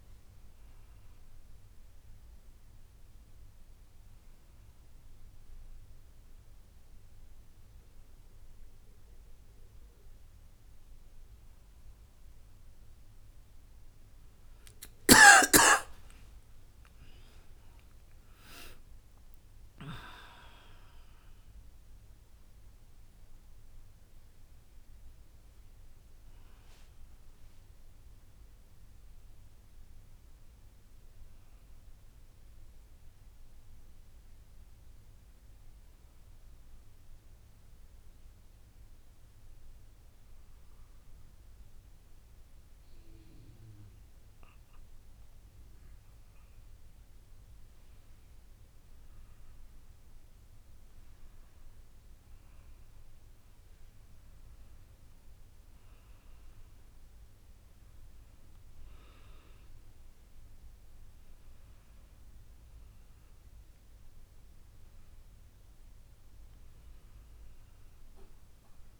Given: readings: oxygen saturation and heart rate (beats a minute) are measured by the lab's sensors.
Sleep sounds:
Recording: breathing in sleep by a room microphone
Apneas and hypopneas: 1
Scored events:
15.50-19.50 s: arousal
28.50-69.00 s: new sleep stage, N2 (light sleep)
37.00-49.00 s: hypopnea (oxygen 98% before, 94% lowest, heart rate 64 before, 59 extreme, up 9 after)
49.50-68.50 s: oxygen desaturation (device-marked, oxygen 98% before, 94% lowest, heart rate 59 before, 60 extreme)
51.50-54.50 s: arousal
From the record:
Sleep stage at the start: N1 (lightest sleep)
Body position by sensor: on the back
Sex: female

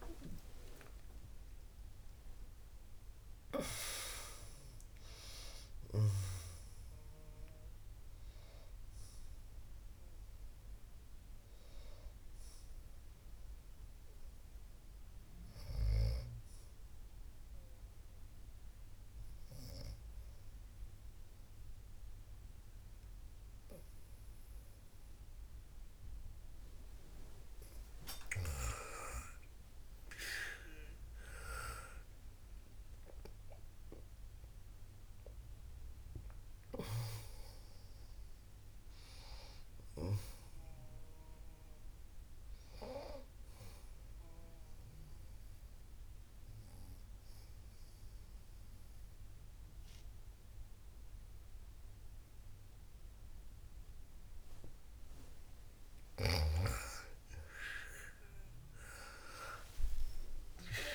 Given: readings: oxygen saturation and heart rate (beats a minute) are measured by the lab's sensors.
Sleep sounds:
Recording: breathing in sleep by a room microphone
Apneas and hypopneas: 2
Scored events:
0.00-2.00 s: arousal
0.00-25.00 s: oxygen desaturation (device-marked, oxygen 90% lowest, heart rate 58 extreme)
17.00-28.00 s: obstructive apnea (oxygen 97% before, 90% lowest, heart rate 105 before, 58 extreme, up 30 after)
30.50-36.00 s: arousal
45.00-56.50 s: obstructive apnea (oxygen 99% before, 95% lowest, heart rate 77 before, 54 extreme, up 33 after)
From the record:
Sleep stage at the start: N2 (light sleep)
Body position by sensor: on the back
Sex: female

